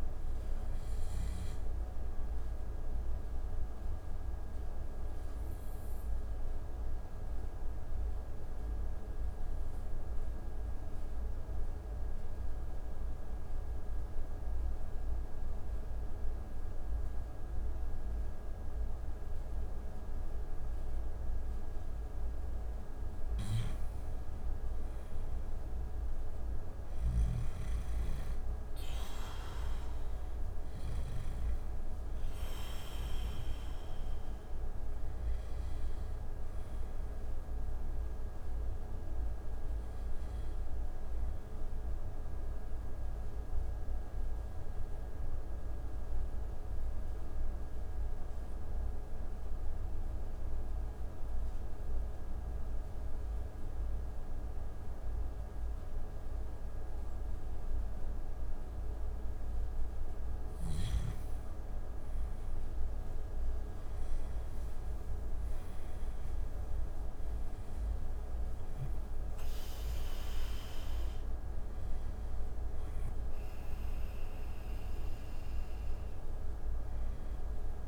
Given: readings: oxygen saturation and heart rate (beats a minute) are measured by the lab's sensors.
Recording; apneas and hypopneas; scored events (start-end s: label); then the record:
breathing in sleep, hard to hear, by a room microphone; 2
0.00-18.00 s: oxygen desaturation (device-marked, oxygen 91% lowest)
2.00-21.50 s: obstructive apnea (oxygen 97% before, 91% lowest)
23.00-27.00 s: arousal
26.00-30.50 s: snoring (device-marked)
41.50-58.00 s: obstructive apnea (oxygen 97% before, 91% lowest)
45.00-55.00 s: oxygen desaturation (device-marked, oxygen 95% before, 92% lowest)
63.50-68.00 s: arousal
65.00-77.88 s: oxygen desaturation (device-marked, oxygen 97% before, 91% lowest)
From the record:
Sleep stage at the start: N2 (light sleep); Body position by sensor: on the back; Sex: male